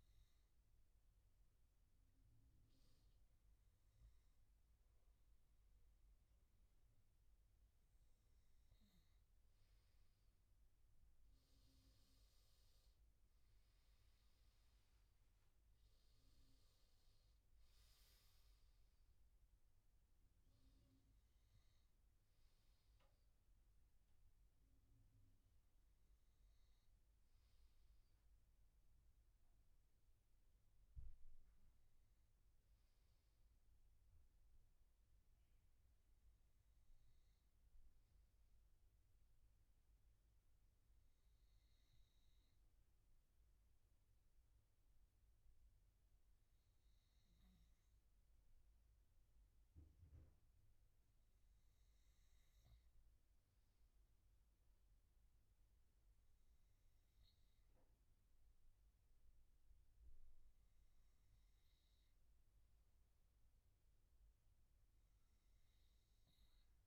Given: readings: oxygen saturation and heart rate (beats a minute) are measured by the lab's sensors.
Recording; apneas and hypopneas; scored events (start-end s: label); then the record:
breathing in sleep, hard to hear, by a room microphone; none
none scored
From the record:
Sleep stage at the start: N2 (light sleep); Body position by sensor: on the right side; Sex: male